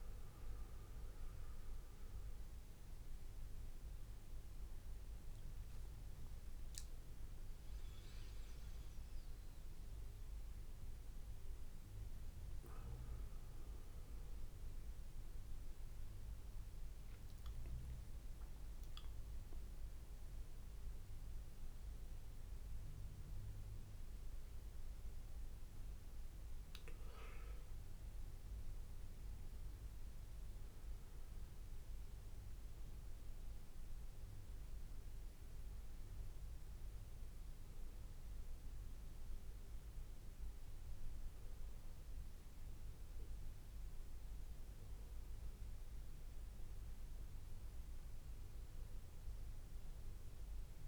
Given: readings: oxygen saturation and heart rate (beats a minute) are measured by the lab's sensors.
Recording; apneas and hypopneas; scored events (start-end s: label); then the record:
breathing in sleep, hard to hear, by a room microphone; none
14.50-17.50 s: arousal
From the record:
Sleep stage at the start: N2 (light sleep); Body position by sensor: on the back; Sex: male